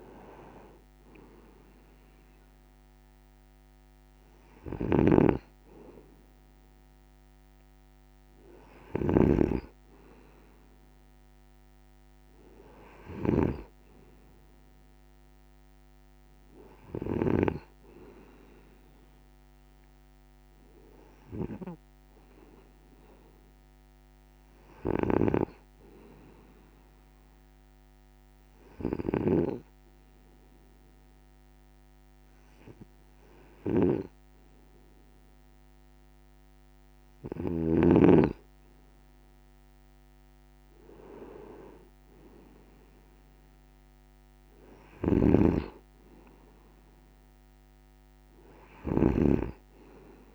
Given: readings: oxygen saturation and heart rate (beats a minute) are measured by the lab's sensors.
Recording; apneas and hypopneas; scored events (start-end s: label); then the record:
breathing in sleep by a microphone on the trachea; 1
0.00-3.00 s: arousal
4.50-17.00 s: snoring (device-marked)
24.50-37.50 s: snoring (device-marked)
27.00-38.50 s: hypopnea (oxygen 96% before, 96% lowest, heart rate 55 before, 54 extreme, up 2 after)
42.00-46.00 s: arousal
44.50-50.35 s: snoring (device-marked)
From the record:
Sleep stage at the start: N2 (light sleep); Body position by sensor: on the right side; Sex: male